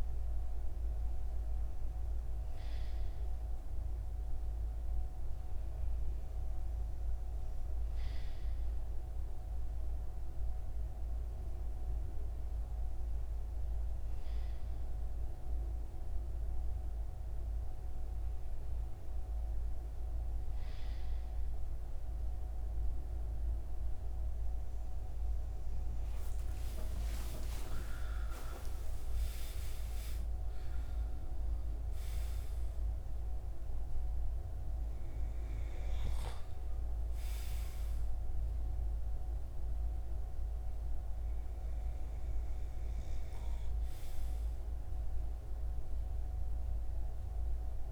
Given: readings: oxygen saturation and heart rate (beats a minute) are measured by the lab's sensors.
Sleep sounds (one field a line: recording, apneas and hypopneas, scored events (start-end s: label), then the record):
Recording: breathing in sleep, hard to hear, by a room microphone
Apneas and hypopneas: none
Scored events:
26.00-30.00 s: arousal
33.50-41.50 s: oxygen desaturation (device-marked, oxygen 96% before, 93% lowest)
From the record:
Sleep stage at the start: REM sleep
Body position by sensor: on the right side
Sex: male